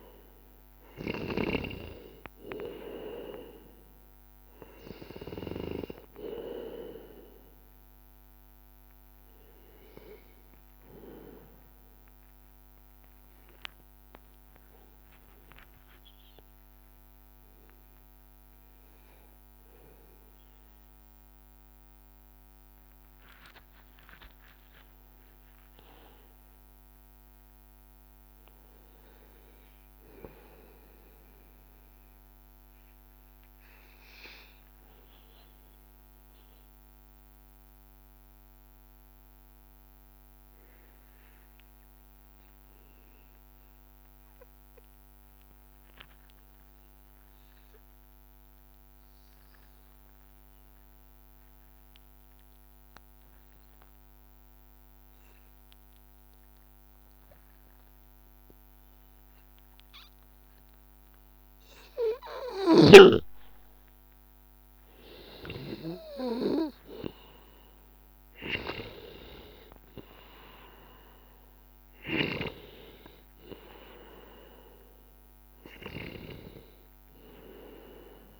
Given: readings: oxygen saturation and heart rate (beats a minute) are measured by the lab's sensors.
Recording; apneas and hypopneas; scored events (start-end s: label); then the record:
breathing in sleep by a microphone on the trachea; 1
0.00-27.00 s: oxygen desaturation (device-marked, oxygen 89% lowest, heart rate 83 extreme)
27.00-30.50 s: arousal
33.00-61.50 s: hypopnea (oxygen 100% before, 93% lowest, heart rate 85 before, 82 extreme, up 1 after)
61.00-78.40 s: oxygen desaturation (device-marked, oxygen 98% before, 93% lowest, heart rate 84 before, 81 extreme)
63.00-66.50 s: arousal
From the record:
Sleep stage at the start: REM sleep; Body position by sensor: on the back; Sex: male